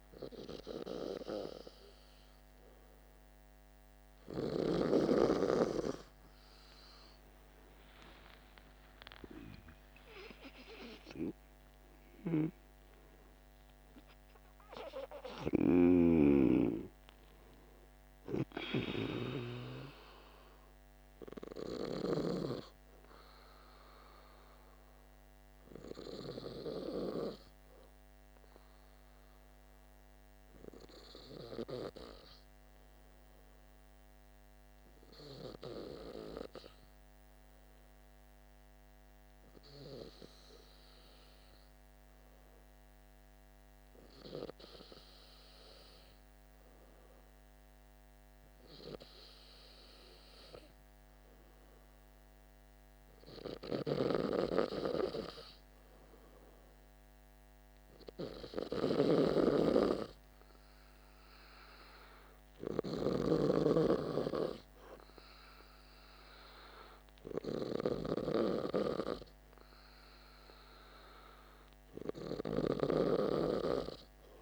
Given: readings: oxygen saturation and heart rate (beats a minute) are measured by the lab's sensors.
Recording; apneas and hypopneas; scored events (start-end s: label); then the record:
breathing in sleep by a microphone on the trachea; 1
9.00-13.00 s: arousal
32.50-47.50 s: hypopnea (oxygen 97% before, 94% lowest, heart rate 58 before, 50 extreme, up 3 after)
49.00-53.50 s: arousal
51.00-74.00 s: oxygen desaturation (device-marked, oxygen 98% before, 94% lowest, heart rate 51 before, 50 extreme)
53.50-74.42 s: snoring (device-marked)
From the record:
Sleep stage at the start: N2 (light sleep); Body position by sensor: on the back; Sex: male